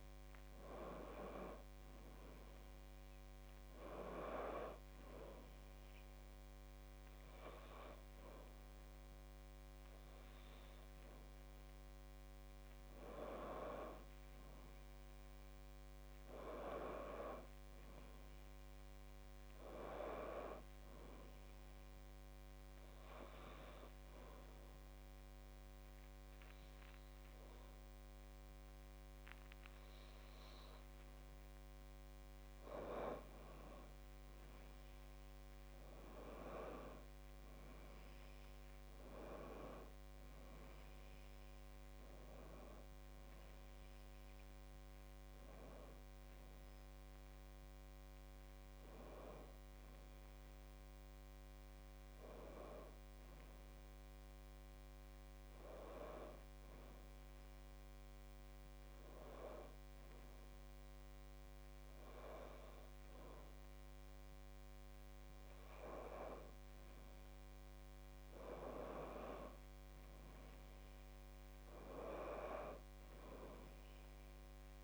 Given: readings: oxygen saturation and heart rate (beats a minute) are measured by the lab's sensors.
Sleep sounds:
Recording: breathing in sleep by a microphone on the trachea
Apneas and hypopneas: 1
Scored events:
22.50-33.50 s: obstructive apnea (oxygen 96% before, 93% lowest, heart rate 66 before, 59 extreme, up 4 after)
34.50-38.00 s: arousal
From the record:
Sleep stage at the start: N2 (light sleep)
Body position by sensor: on the back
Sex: female

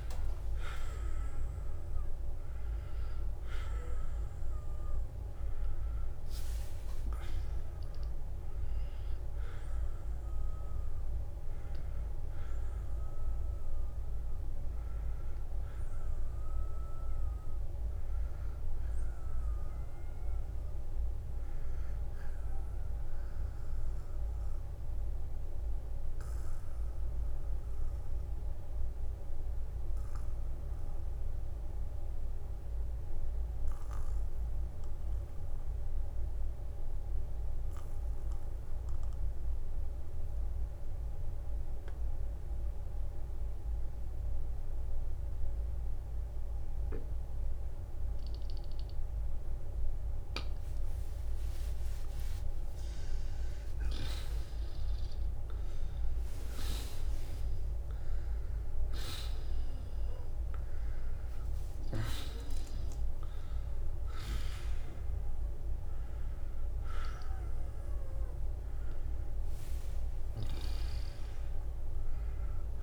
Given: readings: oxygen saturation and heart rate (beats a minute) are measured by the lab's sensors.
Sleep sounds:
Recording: breathing in sleep by a room microphone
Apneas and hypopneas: 1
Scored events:
0.00-1.00 s: long interval between heartbeats (device-marked, heart rate 90 extreme)
0.00-1.00 s: tachycardia (device-marked, heart rate 99 extreme)
0.00-27.00 s: oxygen desaturation (device-marked, oxygen 84% lowest, heart rate 43 extreme)
6.00-8.00 s: long interval between heartbeats (device-marked, heart rate 68 before, 83 extreme)
12.00-50.50 s: obstructive apnea (oxygen 96% before, 81% lowest, heart rate 79 before, 43 extreme, up 21 after)
21.00-51.00 s: new sleep stage, N2 (light sleep)
46.50-48.50 s: long interval between heartbeats (device-marked, heart rate 52 before, 52 extreme)
51.00-72.82 s: new sleep stage, N1 (lightest sleep)
56.50-61.50 s: arousal
59.00-72.82 s: oxygen desaturation (device-marked, oxygen 94% before, 81% lowest, heart rate 52 before, 40 extreme)
61.50-63.50 s: long interval between heartbeats (device-marked, heart rate 52 before, 57 extreme)
From the record:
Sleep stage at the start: N1 (lightest sleep)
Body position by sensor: on the back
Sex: male

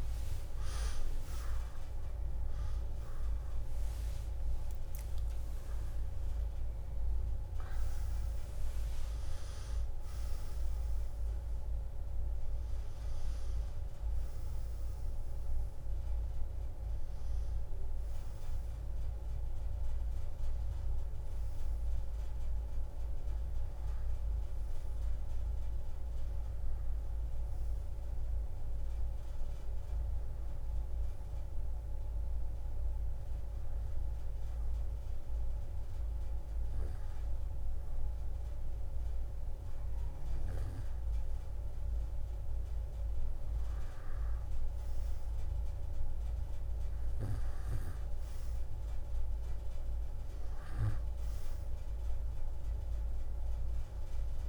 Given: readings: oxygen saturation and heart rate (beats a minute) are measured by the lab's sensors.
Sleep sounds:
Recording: a person partly awake in a sleep study, hard to hear, by a room microphone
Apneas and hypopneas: 1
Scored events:
0.00-25.50 s: oxygen desaturation (device-marked, oxygen 84% lowest)
11.50-54.49 s: new sleep stage, N1 (lightest sleep)
27.50-42.50 s: hypopnea (oxygen 99% before, 90% lowest)
45.50-54.49 s: oxygen desaturation (device-marked, oxygen 98% before, 90% lowest)
From the record:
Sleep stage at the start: awake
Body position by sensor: on the back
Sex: female

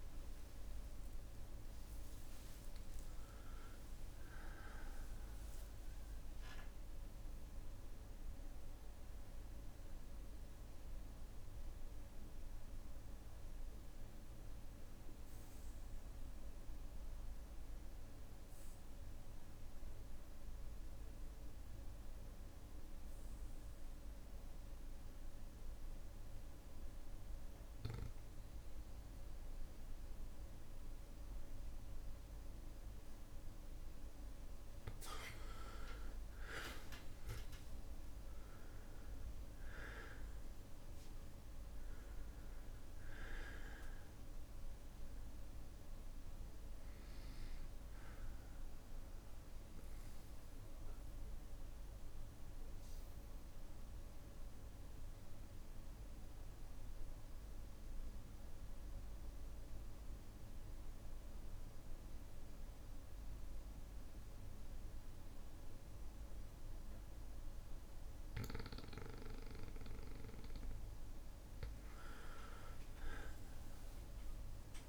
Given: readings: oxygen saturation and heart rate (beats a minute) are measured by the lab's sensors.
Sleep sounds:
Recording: breathing in sleep by a room microphone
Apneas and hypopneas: 2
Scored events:
0.00-2.00 s: long interval between heartbeats (device-marked, heart rate 74 before, 74 extreme)
2.00-4.00 s: long interval between heartbeats (device-marked, heart rate 76 before, 83 extreme)
10.00-32.00 s: obstructive apnea (oxygen 97% before, 93% lowest, heart rate 83 before, 58 extreme, up 4 after)
16.50-20.50 s: bradycardia (device-marked, heart rate 63 before, 59 extreme)
21.50-23.50 s: bradycardia (device-marked, heart rate 62 before, 59 extreme)
24.50-28.50 s: bradycardia (device-marked, heart rate 62 before, 59 extreme)
33.50-38.00 s: arousal
35.50-60.50 s: oxygen desaturation (device-marked, oxygen 99% before, 93% lowest, heart rate 60 before, 55 extreme)
49.50-69.50 s: bradycardia (device-marked, heart rate 62 before, 55 extreme)
50.50-70.00 s: obstructive apnea (oxygen 99% before, 93% lowest, heart rate 61 before, 55 extreme, up 8 after)
72.00-74.89 s: arousal
From the record:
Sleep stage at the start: N2 (light sleep)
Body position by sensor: on the back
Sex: male

